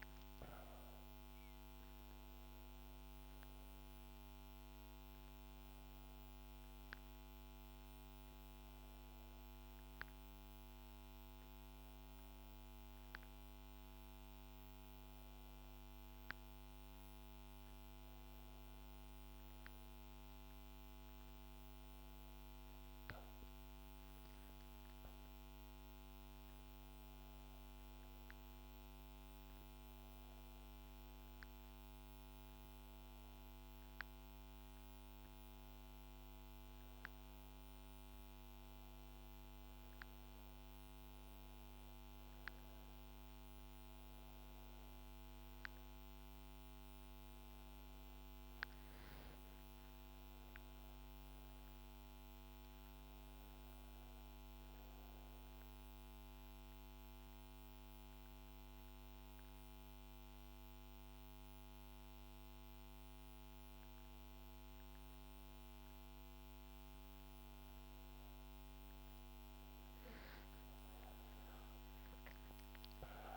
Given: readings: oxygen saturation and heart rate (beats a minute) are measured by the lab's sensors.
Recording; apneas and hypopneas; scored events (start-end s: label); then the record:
breathing in sleep, hard to hear, by a microphone on the trachea; none
70.50-73.37 s: arousal
From the record:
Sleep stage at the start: N1 (lightest sleep); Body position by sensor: on the back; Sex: female